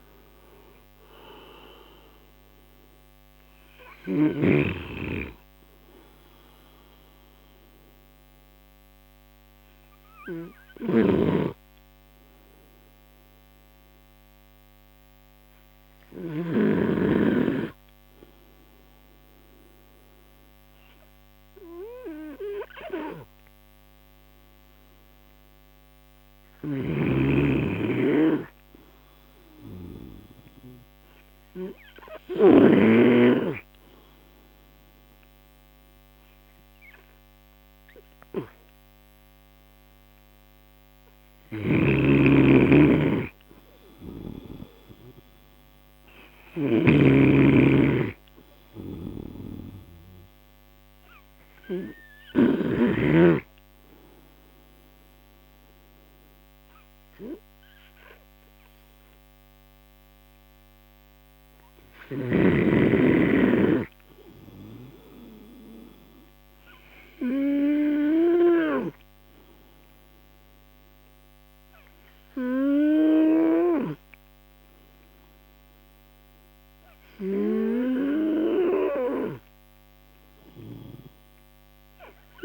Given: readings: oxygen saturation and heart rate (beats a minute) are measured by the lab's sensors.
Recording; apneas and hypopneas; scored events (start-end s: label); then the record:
breathing in sleep by a microphone on the trachea; none
0.00-17.50 s: oxygen desaturation (device-marked, oxygen 88% lowest)
23.50-27.50 s: arousal
37.50-47.50 s: oxygen desaturation (device-marked, oxygen 95% before, 90% lowest)
42.50-54.00 s: snoring (device-marked)
52.50-82.45 s: new sleep stage, N3 (deep sleep)
54.50-62.50 s: oxygen desaturation (device-marked, oxygen 94% before, 90% lowest)
70.50-79.50 s: oxygen desaturation (device-marked, oxygen 95% before, 89% lowest)
From the record:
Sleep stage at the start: N2 (light sleep); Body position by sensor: on the right side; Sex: male